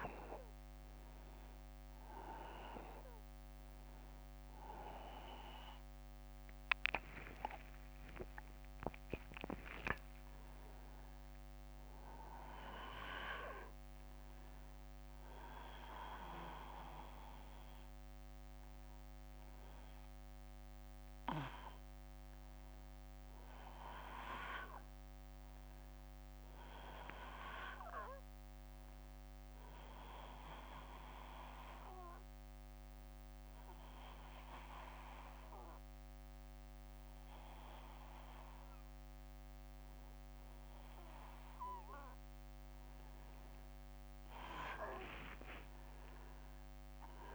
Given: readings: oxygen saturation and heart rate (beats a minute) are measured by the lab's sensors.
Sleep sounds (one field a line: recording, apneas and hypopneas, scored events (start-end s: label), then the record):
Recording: breathing in sleep by a microphone on the trachea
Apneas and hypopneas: 1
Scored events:
0.00-15.00 s: oxygen desaturation (device-marked, oxygen 95% before, 92% lowest, heart rate 67 before, 63 extreme)
21.00-26.00 s: arousal
28.50-39.50 s: obstructive apnea (oxygen 95% before, 91% lowest, heart rate 70 before, 63 extreme, up 5 after)
41.50-45.00 s: arousal
45.00-47.34 s: oxygen desaturation (device-marked, oxygen 95% before, 91% lowest, heart rate 67 before, 64 extreme)
From the record:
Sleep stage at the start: N1 (lightest sleep)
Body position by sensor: on the back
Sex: male